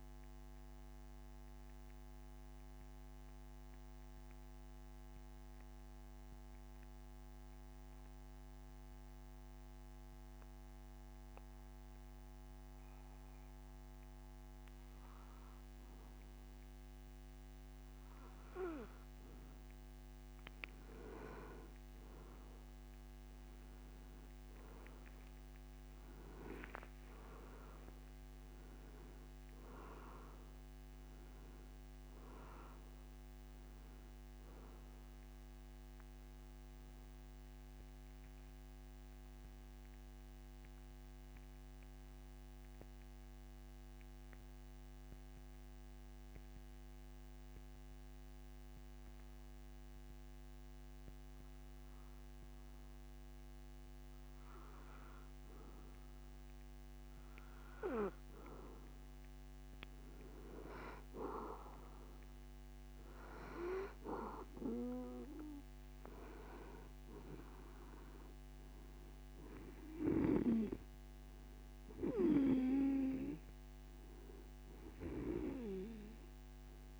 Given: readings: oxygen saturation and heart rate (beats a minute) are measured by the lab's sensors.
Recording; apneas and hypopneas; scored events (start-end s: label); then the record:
breathing in sleep by a microphone on the trachea; 2
1.00-19.50 s: mixed apnea (oxygen 93% before, 92% lowest)
22.50-26.00 s: arousal
27.00-36.00 s: oxygen desaturation (device-marked, oxygen 97% before, 93% lowest)
37.50-58.50 s: mixed apnea (oxygen 97% before, 92% lowest)
61.50-65.00 s: arousal
66.00-77.00 s: oxygen desaturation (device-marked, oxygen 97% before, 92% lowest)
From the record:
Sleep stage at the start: N2 (light sleep); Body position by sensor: on the back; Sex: male